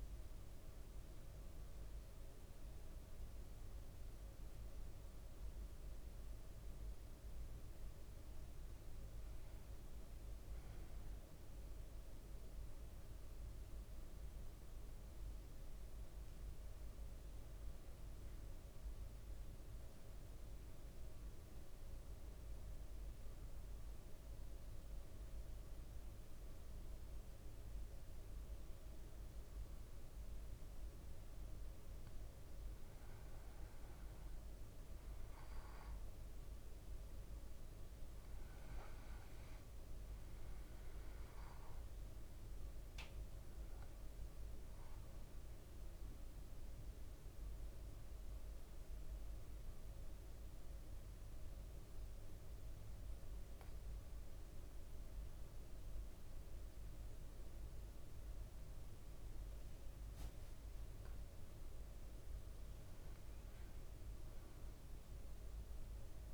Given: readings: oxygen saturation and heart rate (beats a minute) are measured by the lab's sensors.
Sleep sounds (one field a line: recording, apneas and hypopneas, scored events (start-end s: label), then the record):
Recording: breathing in sleep, hard to hear, by a room microphone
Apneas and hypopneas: 2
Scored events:
5.50-9.00 s: arousal
12.00-31.50 s: central apnea (oxygen 98% before, 93% lowest, heart rate 58 before, 55 extreme, up 4 after)
16.50-66.34 s: new sleep stage, N2 (light sleep)
33.50-61.50 s: oxygen desaturation (device-marked, oxygen 99% before, 93% lowest, heart rate 56 before, 54 extreme)
34.50-38.50 s: arousal
45.50-61.00 s: central apnea (oxygen 99% before, 93% lowest, heart rate 57 before, 54 extreme, up 4 after)
63.50-66.34 s: arousal
From the record:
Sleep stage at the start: N1 (lightest sleep)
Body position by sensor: on the back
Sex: male